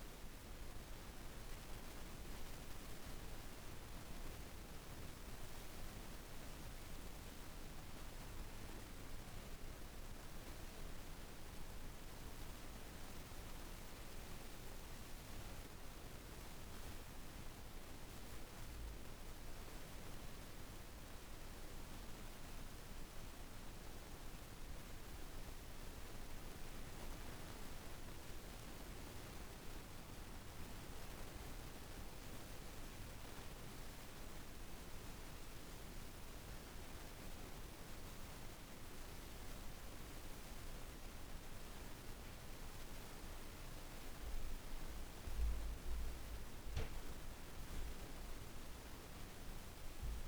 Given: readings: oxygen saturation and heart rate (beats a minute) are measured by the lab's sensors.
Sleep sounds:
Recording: breathing in sleep, hard to hear, by a room microphone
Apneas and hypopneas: none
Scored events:
none scored
From the record:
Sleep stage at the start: REM sleep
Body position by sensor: on the back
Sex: female

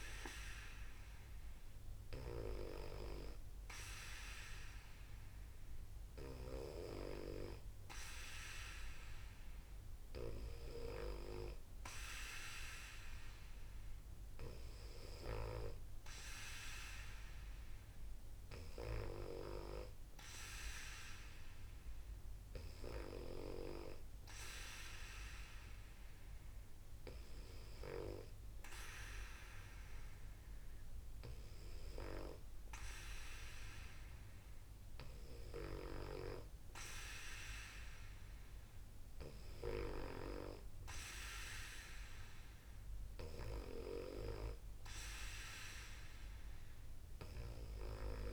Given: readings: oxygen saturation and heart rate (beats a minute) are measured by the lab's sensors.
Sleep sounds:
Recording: breathing in sleep by a room microphone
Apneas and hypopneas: none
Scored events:
none scored
From the record:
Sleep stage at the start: N2 (light sleep)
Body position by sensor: on the back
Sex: female

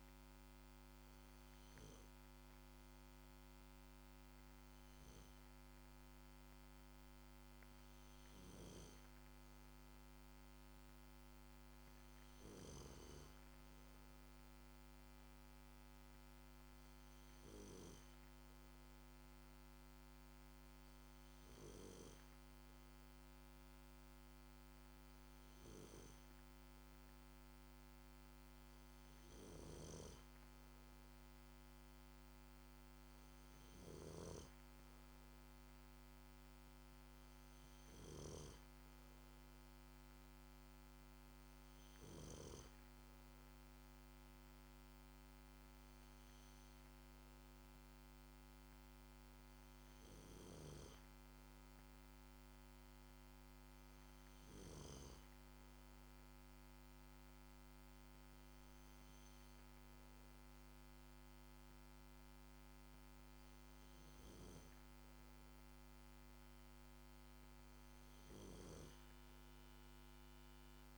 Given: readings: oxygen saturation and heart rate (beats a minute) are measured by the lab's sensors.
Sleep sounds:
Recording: breathing in sleep by a microphone on the trachea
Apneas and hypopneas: none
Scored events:
none scored
From the record:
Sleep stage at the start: N2 (light sleep)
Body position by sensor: on the back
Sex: male

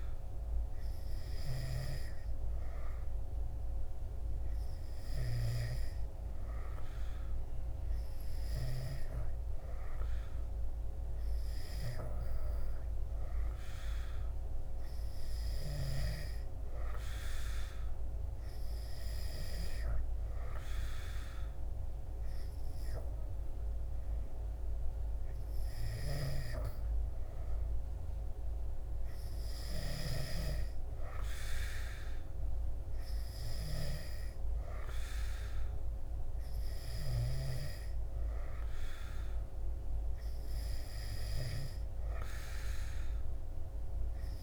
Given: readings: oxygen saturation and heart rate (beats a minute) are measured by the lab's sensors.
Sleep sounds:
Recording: breathing in sleep by a room microphone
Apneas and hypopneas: none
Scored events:
none scored
From the record:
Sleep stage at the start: N3 (deep sleep)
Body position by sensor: on the back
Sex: male

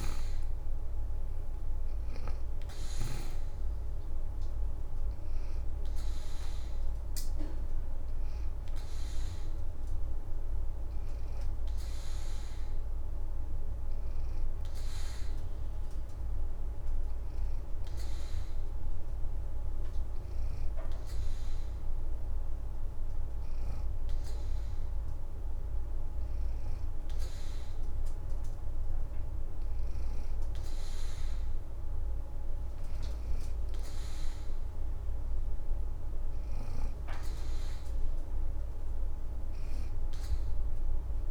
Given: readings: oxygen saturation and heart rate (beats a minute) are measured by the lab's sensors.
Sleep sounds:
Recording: breathing in sleep, hard to hear, by a room microphone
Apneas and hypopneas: 1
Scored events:
0.00-17.00 s: oxygen desaturation (device-marked, oxygen 84% lowest, heart rate 78 extreme)
15.50-26.50 s: hypopnea (oxygen 88% before, 85% lowest, heart rate 79 before, 78 extreme, up 2 after)
29.00-31.50 s: arousal
37.00-41.31 s: oxygen desaturation (device-marked, oxygen 90% before, 86% lowest, heart rate 81 before, 72 extreme)
From the record:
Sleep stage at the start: N2 (light sleep)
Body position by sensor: on the back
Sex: female

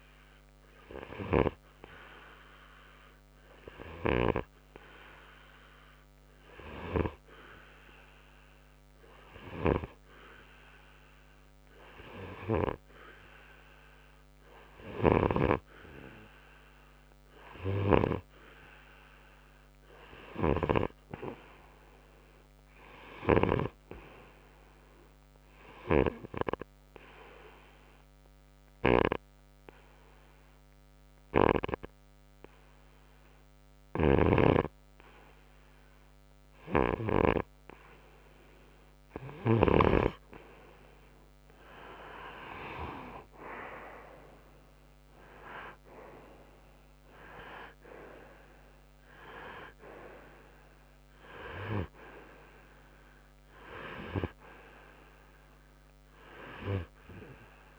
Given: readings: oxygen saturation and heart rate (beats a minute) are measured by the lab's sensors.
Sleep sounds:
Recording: breathing in sleep by a microphone on the trachea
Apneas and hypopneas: 1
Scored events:
17.00-20.00 s: arousal
26.00-38.50 s: hypopnea (oxygen 95% before, 92% lowest, heart rate 66 before, 58 extreme, up 6 after)
34.00-40.00 s: snoring (device-marked)
41.00-43.50 s: arousal
From the record:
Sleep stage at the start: N2 (light sleep)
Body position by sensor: on the right side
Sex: male

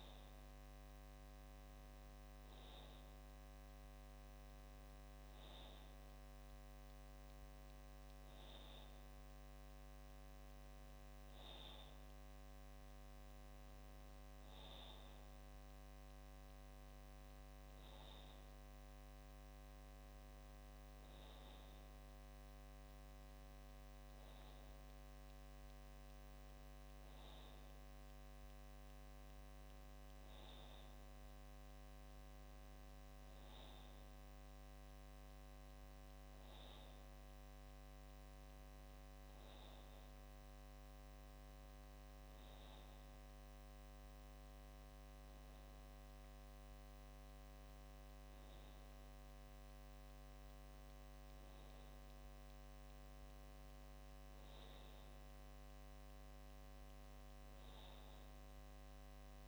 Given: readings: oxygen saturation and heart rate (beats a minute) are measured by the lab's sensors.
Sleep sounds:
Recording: breathing in sleep, hard to hear, by a microphone on the trachea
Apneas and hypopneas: none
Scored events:
none scored
From the record:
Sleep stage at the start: N2 (light sleep)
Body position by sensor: on the back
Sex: male

